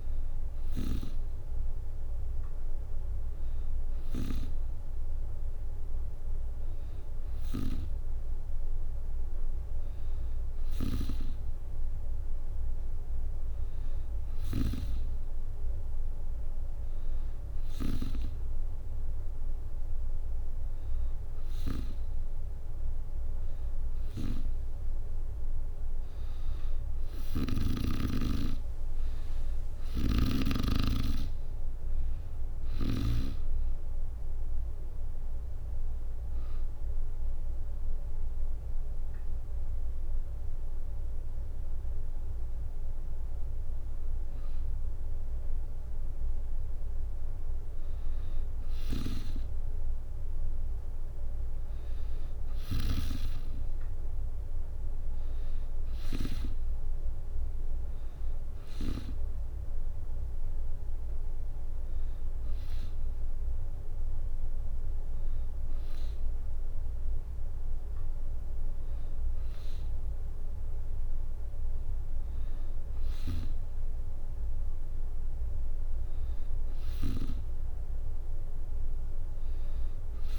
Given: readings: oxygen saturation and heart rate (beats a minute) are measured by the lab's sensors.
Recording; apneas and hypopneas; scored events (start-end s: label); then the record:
breathing in sleep by a room microphone; 1
0.00-14.50 s: snoring (device-marked)
23.50-27.50 s: snoring (device-marked)
26.50-30.00 s: arousal
29.50-33.00 s: snoring (device-marked)
30.00-32.00 s: long interval between heartbeats (device-marked, heart rate 70 before, 86 extreme)
34.50-46.50 s: hypopnea (oxygen 95% before, 92% lowest, heart rate 74 before, 63 extreme, up 5 after)
48.00-50.50 s: arousal
53.00-65.00 s: oxygen desaturation (device-marked, oxygen 96% before, 92% lowest, heart rate 68 before, 68 extreme)
From the record:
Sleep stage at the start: N2 (light sleep); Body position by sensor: on the back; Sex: female